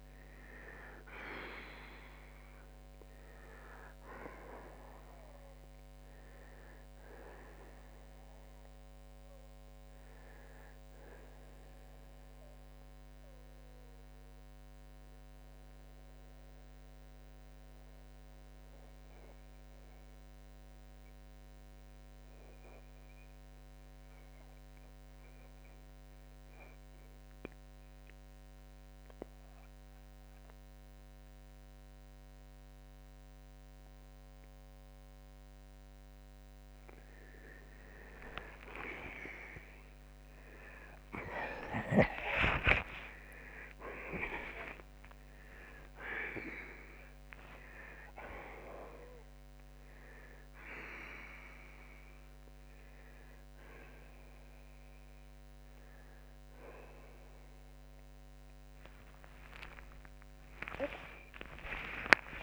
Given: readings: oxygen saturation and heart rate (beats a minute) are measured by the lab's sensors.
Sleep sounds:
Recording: breathing in sleep by a microphone on the trachea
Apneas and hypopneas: 1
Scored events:
1.00-5.50 s: arousal
16.50-35.50 s: mixed apnea (oxygen 93% before, 88% lowest)
30.50-62.43 s: new sleep stage, N1 (lightest sleep)
31.50-46.50 s: oxygen desaturation (device-marked, oxygen 94% before, 88% lowest)
38.00-44.50 s: arousal
61.00-62.43 s: arousal
From the record:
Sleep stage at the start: N2 (light sleep)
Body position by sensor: on the back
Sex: male

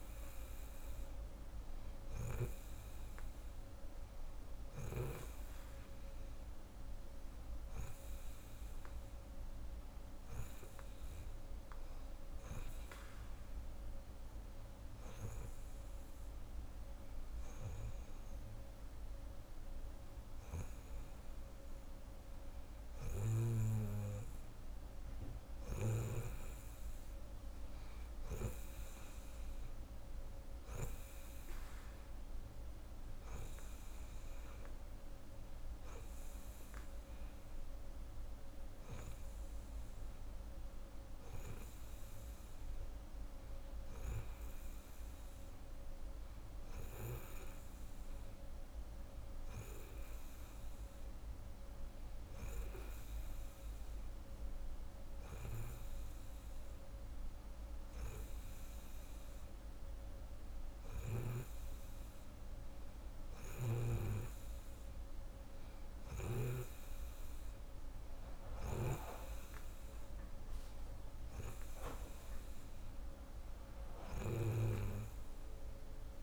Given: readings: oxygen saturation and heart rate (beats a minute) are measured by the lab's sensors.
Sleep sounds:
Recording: breathing in sleep by a room microphone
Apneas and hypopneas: none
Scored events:
none scored
From the record:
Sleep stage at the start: N2 (light sleep)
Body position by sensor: on the right side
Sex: female

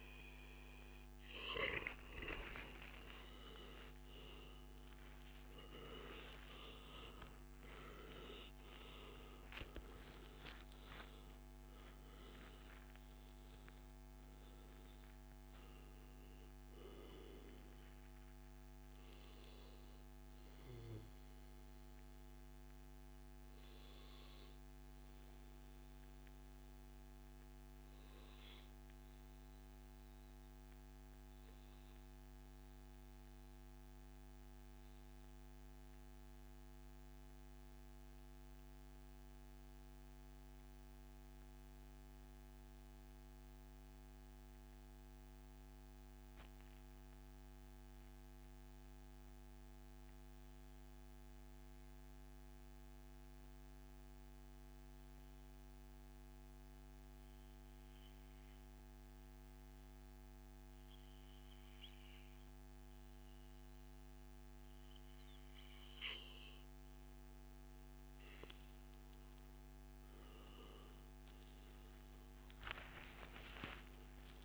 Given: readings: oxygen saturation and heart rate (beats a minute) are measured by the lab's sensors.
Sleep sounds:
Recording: breathing in sleep by a microphone on the trachea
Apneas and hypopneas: 1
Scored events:
0.00-1.50 s: long interval between heartbeats (device-marked, heart rate 114 extreme)
0.00-9.50 s: oxygen desaturation (device-marked, oxygen 88% lowest, heart rate 77 extreme)
2.00-8.00 s: arousal
24.50-37.50 s: oxygen desaturation (device-marked, oxygen 89% before, 84% lowest, heart rate 138 before, 89 extreme)
25.00-66.00 s: mixed apnea (oxygen 90% before, 84% lowest, heart rate 138 before, 89 extreme, up 53 after)
56.00-58.00 s: long interval between heartbeats (device-marked, heart rate 144 before, 106 extreme)
59.00-61.00 s: long interval between heartbeats (device-marked, heart rate 138 before, 89 extreme)
64.50-66.50 s: long interval between heartbeats (device-marked, heart rate 123 before, 118 extreme)
68.00-73.00 s: arousal
From the record:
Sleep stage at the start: REM sleep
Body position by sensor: on the back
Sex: male

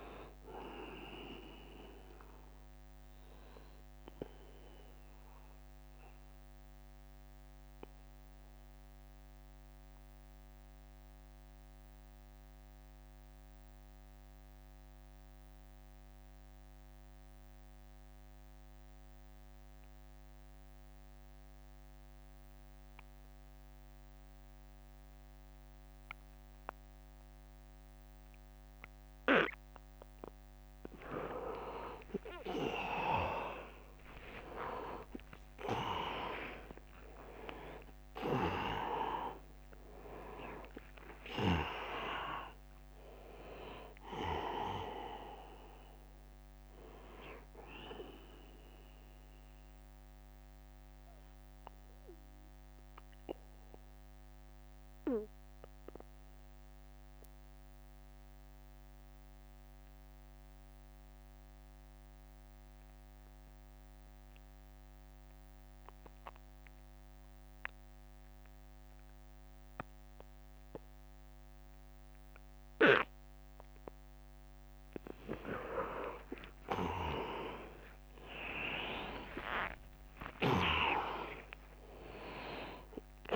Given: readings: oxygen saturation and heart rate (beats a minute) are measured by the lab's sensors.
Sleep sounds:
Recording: breathing in sleep by a microphone on the trachea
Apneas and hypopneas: 2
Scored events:
0.00-4.50 s: drop in pulse transit time (device-marked, heart rate 73 extreme)
0.00-16.50 s: oxygen desaturation (device-marked, oxygen 81% lowest, heart rate 68 extreme)
7.00-29.50 s: obstructive apnea (oxygen 100% before, 81% lowest, heart rate 80 before, 68 extreme, up 17 after)
31.00-36.00 s: arousal
32.50-47.50 s: drop in pulse transit time (device-marked, heart rate 77 before, 77 extreme)
33.50-57.50 s: oxygen desaturation (device-marked, oxygen 100% before, 83% lowest, heart rate 77 before, 70 extreme)
52.00-74.00 s: mixed apnea (oxygen 100% before, 82% lowest, heart rate 82 before, 64 extreme, up 15 after)
73.50-83.35 s: oxygen desaturation (device-marked, oxygen 100% before, 82% lowest, heart rate 78 before, 64 extreme)
76.00-81.50 s: arousal
76.50-83.35 s: drop in pulse transit time (device-marked, heart rate 80 before, 72 extreme)
From the record:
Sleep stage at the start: N2 (light sleep)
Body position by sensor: on the back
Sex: male

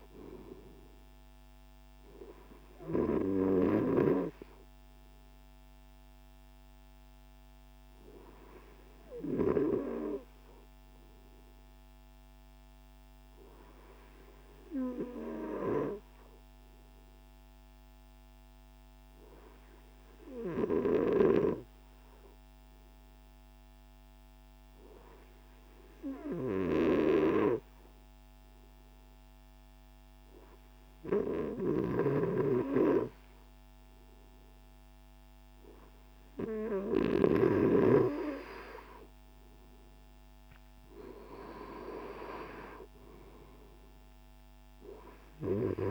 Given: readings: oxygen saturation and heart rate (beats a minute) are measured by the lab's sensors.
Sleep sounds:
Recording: breathing in sleep by a microphone on the trachea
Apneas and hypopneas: 1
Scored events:
6.50-36.00 s: obstructive apnea (oxygen 97% before, 94% lowest)
38.50-42.50 s: arousal
From the record:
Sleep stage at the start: N2 (light sleep)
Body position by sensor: on the right side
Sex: male

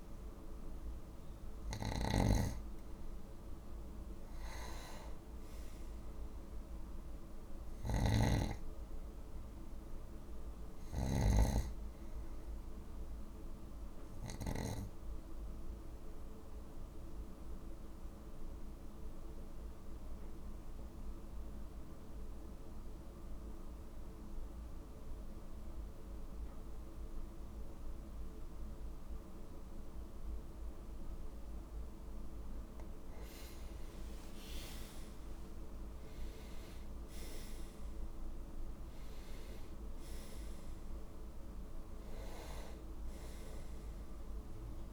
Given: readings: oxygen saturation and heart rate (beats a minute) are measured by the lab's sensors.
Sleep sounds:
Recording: breathing in sleep by a room microphone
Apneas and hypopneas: 1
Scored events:
0.00-14.50 s: snoring (device-marked)
13.50-32.00 s: obstructive apnea (oxygen 96% before, 92% lowest, heart rate 55 before, 51 extreme, up 8 after)
33.50-37.00 s: arousal
From the record:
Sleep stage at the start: N2 (light sleep)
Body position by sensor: on the right side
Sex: male

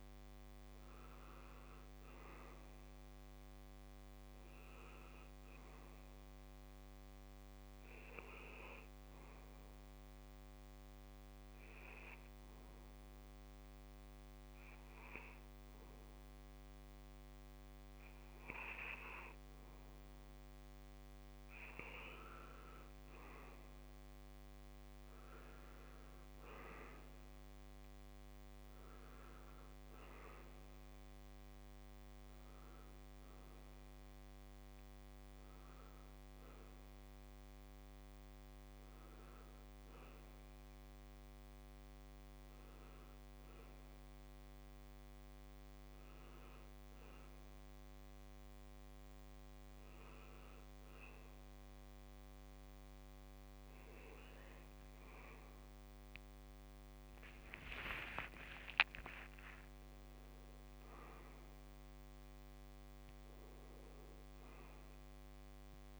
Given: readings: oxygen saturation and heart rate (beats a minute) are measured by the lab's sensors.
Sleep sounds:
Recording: breathing in sleep by a microphone on the trachea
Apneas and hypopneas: 2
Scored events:
0.00-17.50 s: oxygen desaturation (device-marked, oxygen 87% lowest, heart rate 67 extreme)
9.50-20.00 s: obstructive apnea (oxygen 92% before, 86% lowest, heart rate 69 before, 67 extreme, up 1 after)
23.50-27.00 s: arousal
28.50-46.50 s: oxygen desaturation (device-marked, oxygen 92% before, 86% lowest, heart rate 69 before, 67 extreme)
34.50-48.50 s: hypopnea (oxygen 92% before, 86% lowest, heart rate 69 before, 67 extreme, up 0 after)
42.50-66.00 s: new sleep stage, N1 (lightest sleep)
57.50-62.00 s: arousal
From the record:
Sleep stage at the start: N2 (light sleep)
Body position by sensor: on the back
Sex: male

